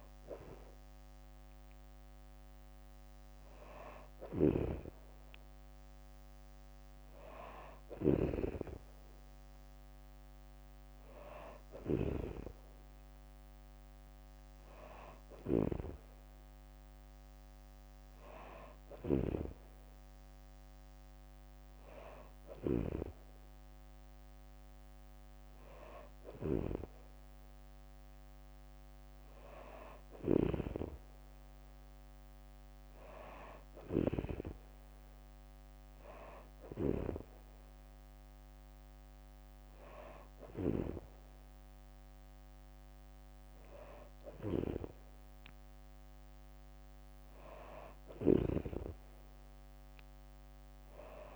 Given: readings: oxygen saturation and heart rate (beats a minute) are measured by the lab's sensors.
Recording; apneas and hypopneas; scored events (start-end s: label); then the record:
breathing in sleep by a microphone on the trachea; none
0.00-1.00 s: oxygen desaturation (device-marked, oxygen 92% lowest, heart rate 66 extreme)
4.00-26.50 s: snoring (device-marked)
40.00-51.36 s: snoring (device-marked)
From the record:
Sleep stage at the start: N2 (light sleep); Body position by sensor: on the back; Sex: female